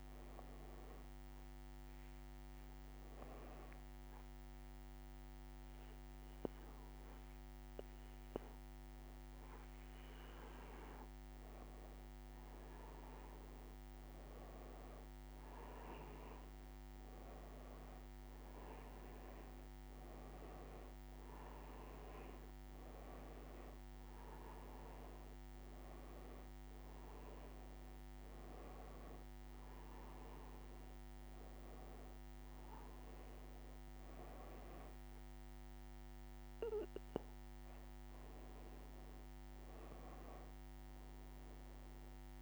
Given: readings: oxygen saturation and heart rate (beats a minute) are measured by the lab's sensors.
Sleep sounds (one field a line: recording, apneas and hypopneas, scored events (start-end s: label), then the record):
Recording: breathing in sleep, hard to hear, by a microphone on the trachea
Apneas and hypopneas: 1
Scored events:
2.50-12.50 s: hypopnea (oxygen 94% before, 93% lowest, heart rate 76 before, 67 extreme, up 10 after)
16.50-20.50 s: arousal
From the record:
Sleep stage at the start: N2 (light sleep)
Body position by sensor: on the back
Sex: female